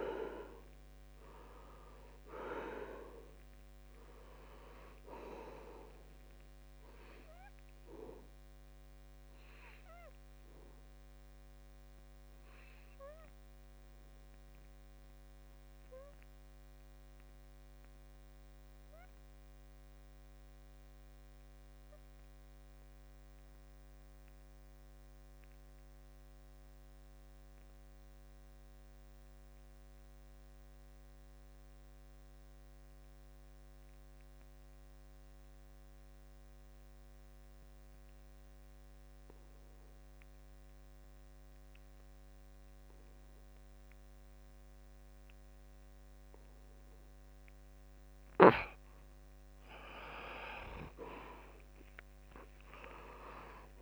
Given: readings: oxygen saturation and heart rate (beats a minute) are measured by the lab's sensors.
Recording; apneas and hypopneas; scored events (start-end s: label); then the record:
breathing in sleep by a microphone on the trachea; 1
0.00-1.00 s: arousal
0.00-24.50 s: oxygen desaturation (device-marked, oxygen 75% lowest, heart rate 66 extreme)
9.00-49.50 s: obstructive apnea (oxygen 96% before, 75% lowest, heart rate 76 before, 66 extreme, up 7 after)
35.50-53.82 s: oxygen desaturation (device-marked, oxygen 98% before, 76% lowest, heart rate 69 before, 60 extreme)
52.00-53.82 s: arousal
From the record:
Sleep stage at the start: N2 (light sleep); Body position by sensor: on the back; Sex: male